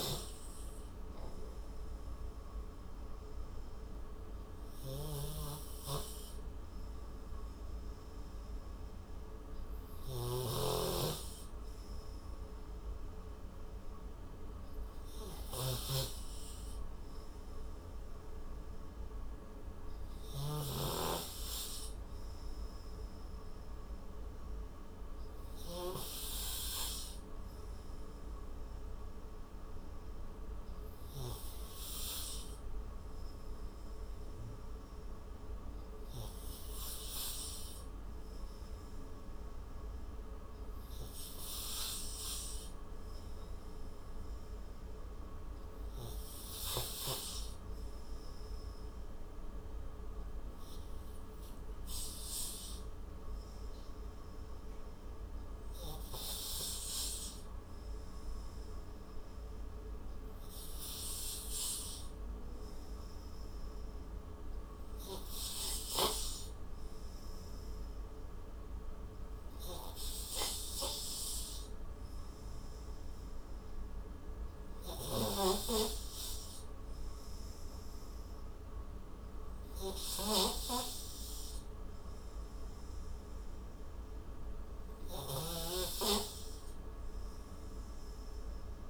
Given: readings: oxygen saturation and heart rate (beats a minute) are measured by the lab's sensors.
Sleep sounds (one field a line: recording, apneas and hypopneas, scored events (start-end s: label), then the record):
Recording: breathing in sleep by a room microphone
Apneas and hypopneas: 1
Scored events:
10.00-21.00 s: snoring (device-marked)
28.50-39.00 s: obstructive apnea (oxygen 94% before, 90% lowest, heart rate 61 before, 28 extreme, up 27 after)
42.00-44.50 s: arousal
49.50-88.90 s: new sleep stage, N3 (deep sleep)
75.00-86.00 s: snoring (device-marked)
From the record:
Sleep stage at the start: N2 (light sleep)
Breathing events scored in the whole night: 485 in 5.8 hours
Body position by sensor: on the right side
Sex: male